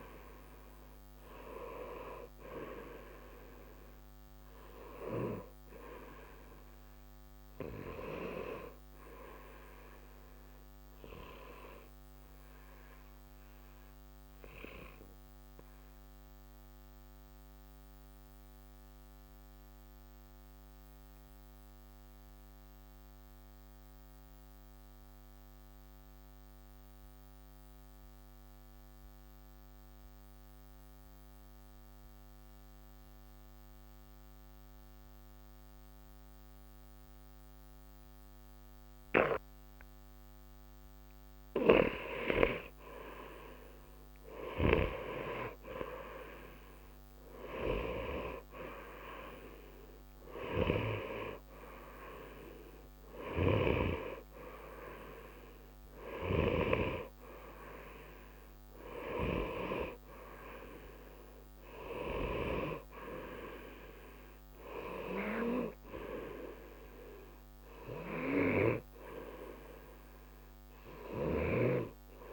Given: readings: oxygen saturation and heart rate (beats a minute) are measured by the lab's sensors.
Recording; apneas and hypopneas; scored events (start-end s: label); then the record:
breathing in sleep by a microphone on the trachea; 1
0.00-15.50 s: oxygen desaturation (device-marked, oxygen 88% lowest, heart rate 60 extreme)
10.00-41.50 s: obstructive apnea (oxygen 92% before, 87% lowest, heart rate 60 before, 60 extreme, up 2 after)
41.50-72.33 s: oxygen desaturation (device-marked, oxygen 96% before, 87% lowest, heart rate 61 before, 60 extreme)
43.50-47.50 s: arousal
From the record:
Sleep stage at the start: N2 (light sleep); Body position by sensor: on the right side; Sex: male